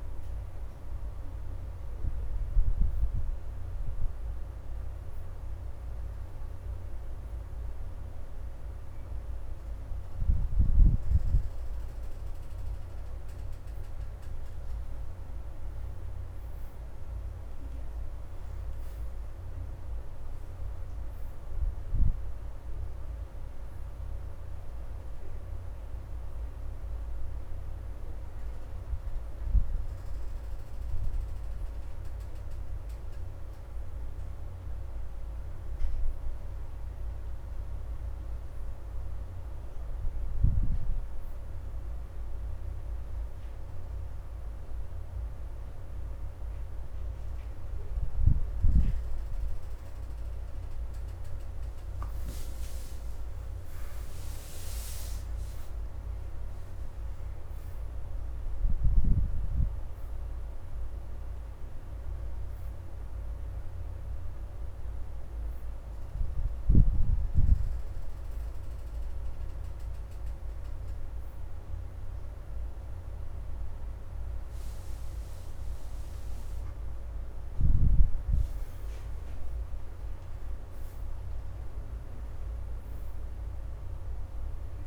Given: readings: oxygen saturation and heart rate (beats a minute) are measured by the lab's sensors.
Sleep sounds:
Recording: breathing in sleep, hard to hear, by a room microphone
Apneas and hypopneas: none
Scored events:
0.00-14.00 s: oxygen desaturation (device-marked, oxygen 67% lowest, heart rate 79 extreme)
6.00-84.87 s: new sleep stage, N1 (lightest sleep)
20.00-24.50 s: arousal
24.00-37.00 s: oxygen desaturation (device-marked, oxygen 86% before, 79% lowest, heart rate 84 before, 79 extreme)
43.00-54.00 s: oxygen desaturation (device-marked, oxygen 86% before, 81% lowest, heart rate 82 before, 78 extreme)
54.50-59.00 s: arousal
62.00-77.00 s: oxygen desaturation (device-marked, oxygen 82% before, 75% lowest, heart rate 89 before, 78 extreme)
79.00-83.00 s: arousal
From the record:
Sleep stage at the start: N2 (light sleep)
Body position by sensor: on the back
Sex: female

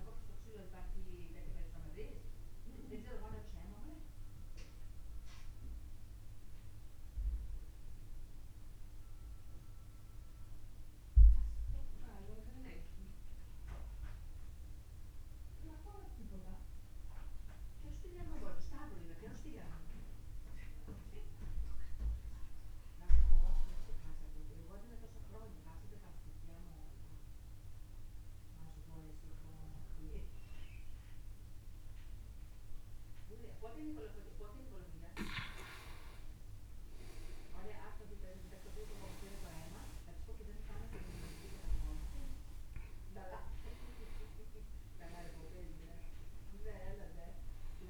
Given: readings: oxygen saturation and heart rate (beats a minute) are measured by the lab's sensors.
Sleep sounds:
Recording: breathing in sleep by a room microphone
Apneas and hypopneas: 1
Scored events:
0.00-13.50 s: oxygen desaturation (device-marked, oxygen 89% lowest, heart rate 25 extreme)
15.00-35.00 s: obstructive apnea (oxygen 98% before, 91% lowest, heart rate 46 before, 34 extreme, up 38 after)
35.50-47.90 s: oxygen desaturation (device-marked, oxygen 99% before, 91% lowest, heart rate 69 before, 33 extreme)
37.00-41.50 s: arousal
38.50-41.50 s: tachycardia (device-marked, heart rate 56 before, 88 extreme)
From the record:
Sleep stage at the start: N2 (light sleep)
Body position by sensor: on the back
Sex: male

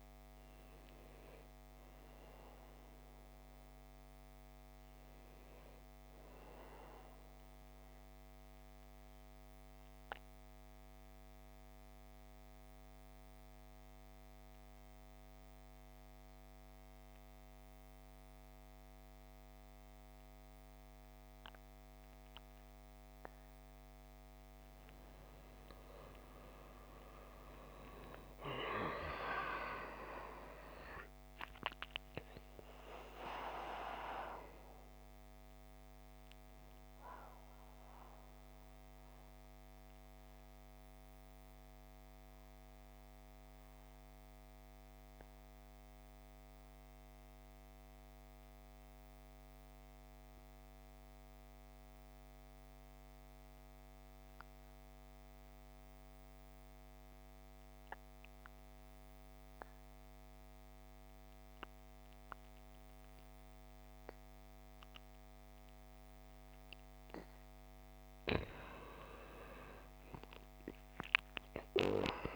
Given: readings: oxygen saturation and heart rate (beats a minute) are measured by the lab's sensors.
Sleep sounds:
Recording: breathing in sleep by a microphone on the trachea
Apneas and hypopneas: 2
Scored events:
0.00-13.50 s: oxygen desaturation (device-marked, oxygen 85% lowest, heart rate 50 extreme)
6.50-23.00 s: central apnea (oxygen 98% before, 85% lowest, heart rate 62 before, 49 extreme, up 11 after)
26.00-31.00 s: arousal
32.50-60.50 s: oxygen desaturation (device-marked, oxygen 98% before, 91% lowest, heart rate 54 before, 49 extreme)
38.00-66.50 s: mixed apnea (oxygen 98% before, 81% lowest, heart rate 57 before, 49 extreme, up 17 after)
68.50-72.35 s: arousal
68.50-72.35 s: oxygen desaturation (device-marked, oxygen 98% before, 81% lowest, heart rate 53 before, 49 extreme)
From the record:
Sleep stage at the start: N2 (light sleep)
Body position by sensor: on the back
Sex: male

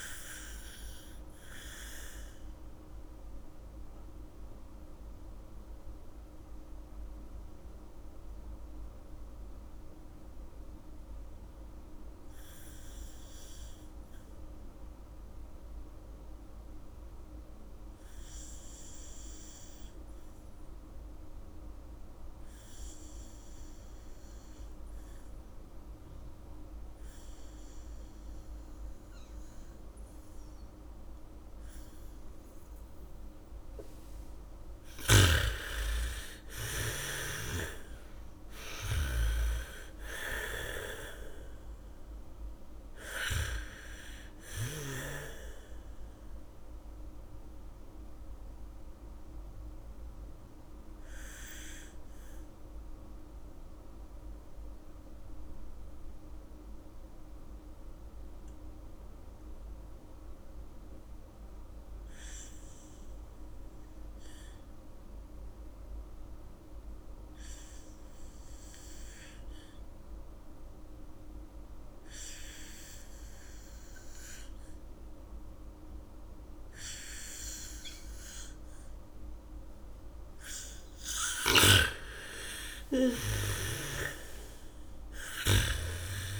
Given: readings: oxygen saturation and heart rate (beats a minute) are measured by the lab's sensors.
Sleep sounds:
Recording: breathing in sleep by a room microphone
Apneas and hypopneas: 2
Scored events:
0.00-19.50 s: oxygen desaturation (device-marked, oxygen 83% lowest, heart rate 43 extreme)
1.00-34.00 s: mixed apnea (oxygen 99% before, 83% lowest, heart rate 59 before, 47 extreme, up 0 after)
28.50-65.50 s: oxygen desaturation (device-marked, oxygen 99% before, 84% lowest, heart rate 73 before, 47 extreme)
32.50-39.50 s: bradycardia (device-marked, heart rate 69 before, 47 extreme)
35.50-40.00 s: arousal
47.50-81.00 s: mixed apnea (oxygen 99% before, 84% lowest, heart rate 63 before, 58 extreme, up 22 after)
76.50-79.50 s: bradycardia (device-marked, heart rate 69 before, 62 extreme)
77.50-85.50 s: oxygen desaturation (device-marked, oxygen 99% before, 93% lowest, heart rate 70 before, 64 extreme)
82.50-86.40 s: arousal
84.00-86.40 s: snoring (device-marked)
From the record:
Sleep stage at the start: N2 (light sleep)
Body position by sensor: on the back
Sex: female

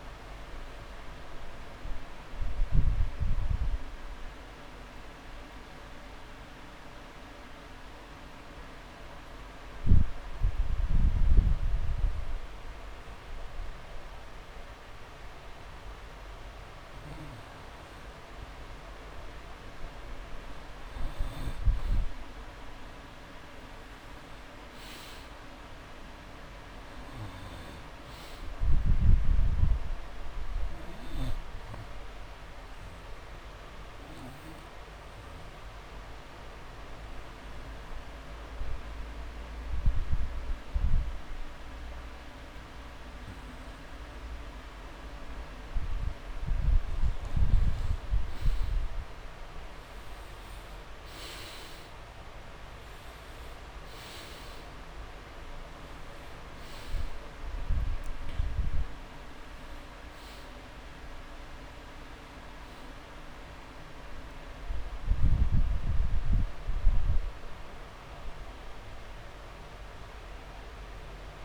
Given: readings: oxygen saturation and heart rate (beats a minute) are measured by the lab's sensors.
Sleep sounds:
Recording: breathing in sleep, hard to hear, by a room microphone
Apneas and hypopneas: 2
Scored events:
0.00-2.50 s: arousal
4.50-17.00 s: obstructive apnea (oxygen 99% before, 88% lowest)
20.50-23.50 s: arousal
20.50-49.50 s: oxygen desaturation (device-marked, oxygen 98% before, 90% lowest)
31.50-46.50 s: obstructive apnea (oxygen 99% before, 88% lowest)
49.00-52.00 s: arousal
59.50-71.45 s: oxygen desaturation (device-marked, oxygen 97% before, 88% lowest)
From the record:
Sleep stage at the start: N2 (light sleep)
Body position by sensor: on the back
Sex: male

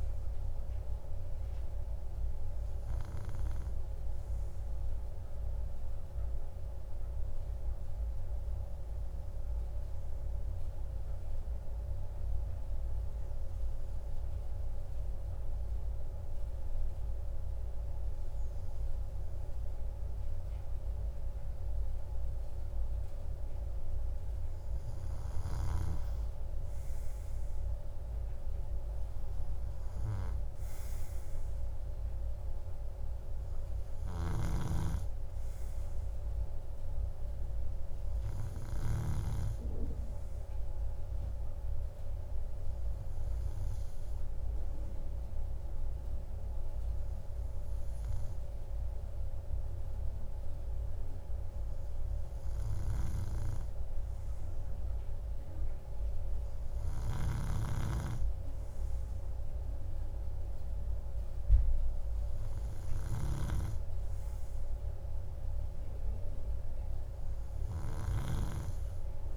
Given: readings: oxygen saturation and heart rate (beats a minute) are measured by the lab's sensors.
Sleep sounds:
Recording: breathing in sleep by a room microphone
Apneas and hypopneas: 2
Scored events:
7.00-26.00 s: hypopnea (oxygen 98% before, 97% lowest, heart rate 56 before, 49 extreme, up 5 after)
27.00-31.50 s: arousal
44.50-56.00 s: hypopnea (oxygen 99% before, 97% lowest, heart rate 53 before, 49 extreme, up 1 after)
56.50-60.50 s: arousal
From the record:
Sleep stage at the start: N2 (light sleep)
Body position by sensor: on the right side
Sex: male

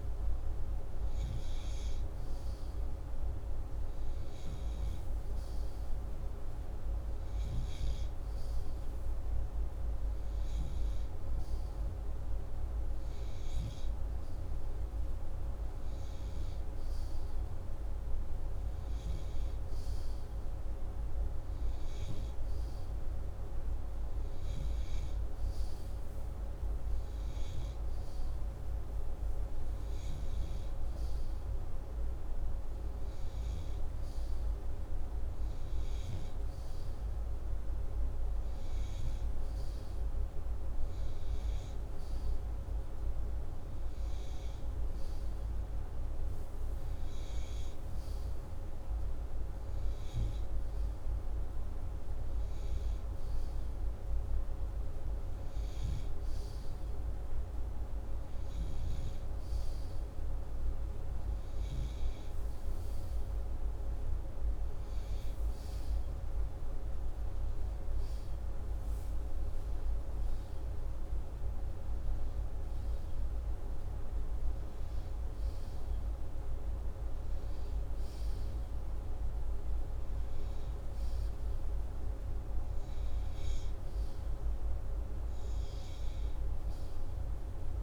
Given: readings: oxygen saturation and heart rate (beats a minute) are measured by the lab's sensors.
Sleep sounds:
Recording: breathing in sleep, hard to hear, by a room microphone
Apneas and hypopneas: none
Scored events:
none scored
From the record:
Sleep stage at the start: N2 (light sleep)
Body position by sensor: upright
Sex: male

